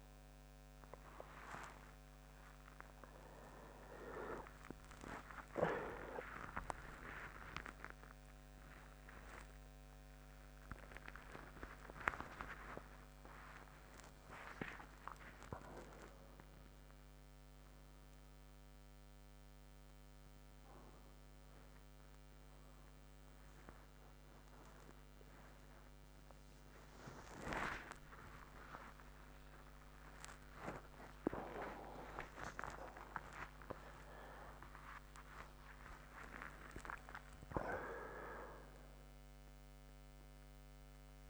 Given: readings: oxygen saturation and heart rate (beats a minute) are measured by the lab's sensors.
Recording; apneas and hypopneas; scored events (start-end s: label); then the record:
a person awake in a sleep study, by a microphone on the trachea; none
13.50-18.50 s: oxygen desaturation (device-marked, oxygen 97% before, 94% lowest, heart rate 125 before, 80 extreme)
From the record:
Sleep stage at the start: awake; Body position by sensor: on the right side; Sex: male